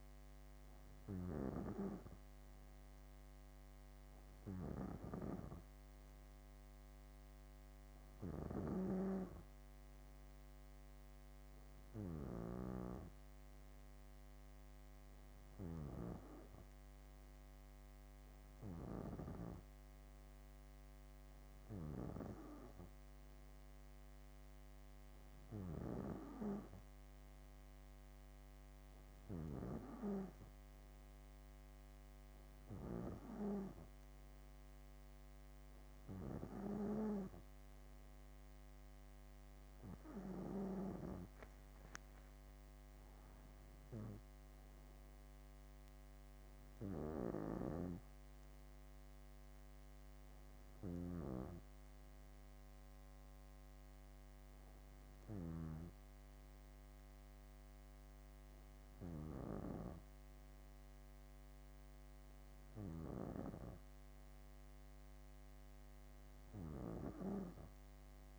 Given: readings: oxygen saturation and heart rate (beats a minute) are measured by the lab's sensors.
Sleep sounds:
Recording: breathing in sleep by a microphone on the trachea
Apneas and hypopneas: none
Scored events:
8.00-12.50 s: snoring (device-marked)
34.50-64.50 s: new sleep stage, N3 (deep sleep)
41.00-43.00 s: long interval between heartbeats (device-marked, heart rate 66 before, 76 extreme)
46.50-55.50 s: bradycardia (device-marked, heart rate 64 before, 56 extreme)
47.00-55.50 s: snoring (device-marked)
64.50-68.39 s: new sleep stage, N2 (light sleep)
From the record:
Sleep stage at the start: N2 (light sleep)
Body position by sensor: on the back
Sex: female

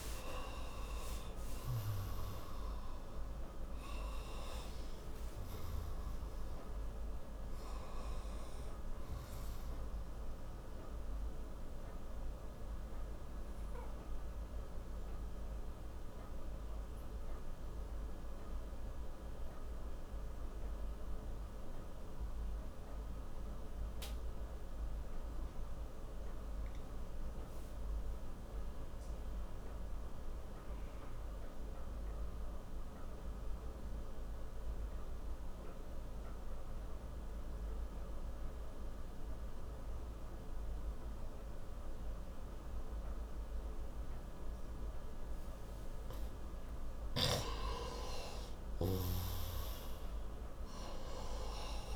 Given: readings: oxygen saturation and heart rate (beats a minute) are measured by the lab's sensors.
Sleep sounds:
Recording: breathing in sleep by a room microphone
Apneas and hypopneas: 1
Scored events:
0.00-23.50 s: oxygen desaturation (device-marked, oxygen 90% lowest, heart rate 55 extreme)
11.00-46.50 s: obstructive apnea (oxygen 98% before, 88% lowest, heart rate 88 before, 55 extreme, up 22 after)
37.50-51.96 s: oxygen desaturation (device-marked, oxygen 98% before, 88% lowest, heart rate 64 before, 58 extreme)
47.00-51.96 s: snoring (device-marked)
48.50-51.96 s: arousal
From the record:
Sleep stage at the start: N2 (light sleep)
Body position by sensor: on the right side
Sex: male

